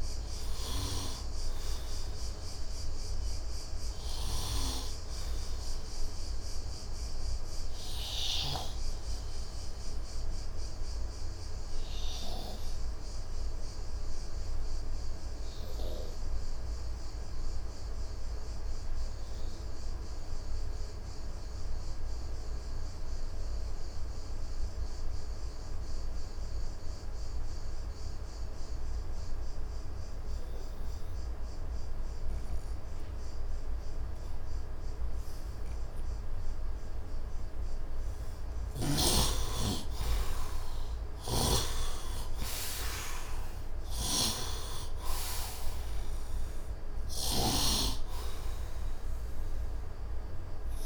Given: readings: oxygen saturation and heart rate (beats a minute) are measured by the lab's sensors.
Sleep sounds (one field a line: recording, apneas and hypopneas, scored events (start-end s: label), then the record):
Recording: breathing in sleep by a room microphone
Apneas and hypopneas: 1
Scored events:
0.00-21.50 s: oxygen desaturation (device-marked, oxygen 70% lowest, heart rate 70 extreme)
7.50-38.00 s: obstructive apnea (oxygen 97% before, 70% lowest, heart rate 85 before, 67 extreme, up 18 after)
27.50-50.85 s: oxygen desaturation (device-marked, oxygen 100% before, 72% lowest, heart rate 72 before, 67 extreme)
40.00-44.00 s: arousal
43.50-47.50 s: snoring (device-marked)
From the record:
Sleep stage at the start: N2 (light sleep)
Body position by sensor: on the right side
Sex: male